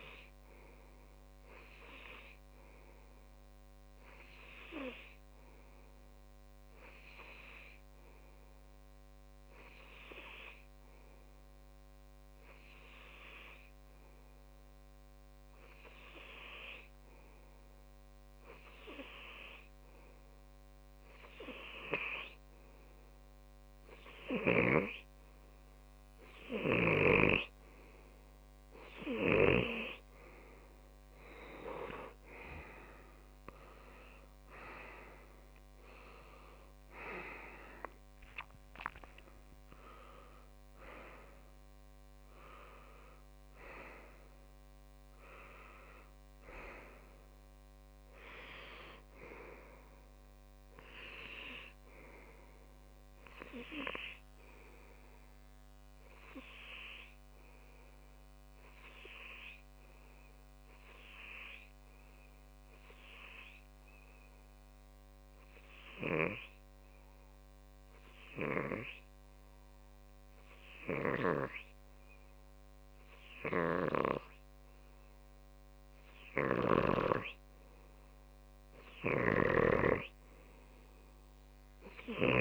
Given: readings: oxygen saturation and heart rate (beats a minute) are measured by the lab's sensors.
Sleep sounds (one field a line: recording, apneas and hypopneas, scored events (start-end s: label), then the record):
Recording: breathing in sleep by a microphone on the trachea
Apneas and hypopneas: 2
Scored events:
2.50-27.00 s: hypopnea (oxygen 98% before, 96% lowest, heart rate 30 before, 51 extreme, up 8 after)
8.50-25.50 s: tachycardia (device-marked)
9.00-11.00 s: long interval between heartbeats (device-marked)
11.00-13.00 s: long interval between heartbeats (device-marked, heart rate 31 before, 62 extreme)
14.00-16.00 s: long interval between heartbeats (device-marked, heart rate 43 before, 128 extreme)
19.50-21.50 s: long interval between heartbeats (device-marked, heart rate 73 before, 148 extreme)
22.00-24.00 s: long interval between heartbeats (device-marked, heart rate 85 before, 149 extreme)
24.00-26.00 s: long interval between heartbeats (device-marked, heart rate 98 before, 143 extreme)
27.50-29.50 s: long interval between heartbeats (device-marked, heart rate 121 before, 89 extreme)
29.50-64.50 s: tachycardia (device-marked)
31.00-33.00 s: long interval between heartbeats (device-marked, heart rate 128 before, 97 extreme)
35.00-38.00 s: arousal
38.50-40.50 s: long interval between heartbeats (device-marked, heart rate 125 before, 127 extreme)
42.50-44.50 s: long interval between heartbeats (device-marked, heart rate 124 before, 174 extreme)
44.50-46.50 s: long interval between heartbeats (device-marked, heart rate 126 before, 199 extreme)
47.50-49.50 s: long interval between heartbeats (device-marked, heart rate 136 before, 172 extreme)
52.00-54.00 s: long interval between heartbeats (device-marked, heart rate 151 before, 159 extreme)
54.50-56.50 s: long interval between heartbeats (device-marked, heart rate 160 before, 194 extreme)
57.00-78.00 s: obstructive apnea (oxygen 97% before, 94% lowest, heart rate 168 before, 25 extreme)
57.50-59.50 s: long interval between heartbeats (device-marked, heart rate 172 before, 161 extreme)
61.50-63.50 s: long interval between heartbeats (device-marked, heart rate 178 before, 155 extreme)
65.00-67.00 s: long interval between heartbeats (device-marked, heart rate 176 before, 142 extreme)
71.00-73.00 s: long interval between heartbeats (device-marked, heart rate 152 before, 76 extreme)
80.00-82.41 s: snoring (device-marked)
From the record:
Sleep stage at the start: N2 (light sleep)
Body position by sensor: on the left side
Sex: male